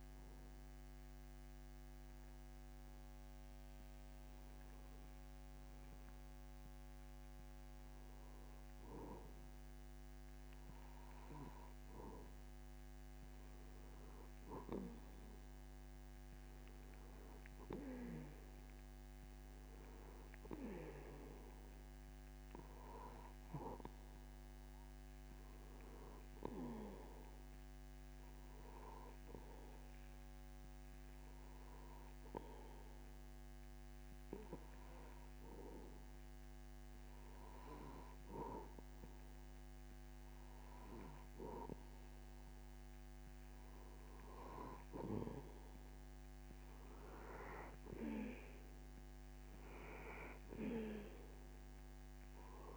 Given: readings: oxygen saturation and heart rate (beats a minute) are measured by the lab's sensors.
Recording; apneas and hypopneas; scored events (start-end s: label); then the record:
breathing in sleep by a microphone on the trachea; none
none scored
From the record:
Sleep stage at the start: N2 (light sleep); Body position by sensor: on the back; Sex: male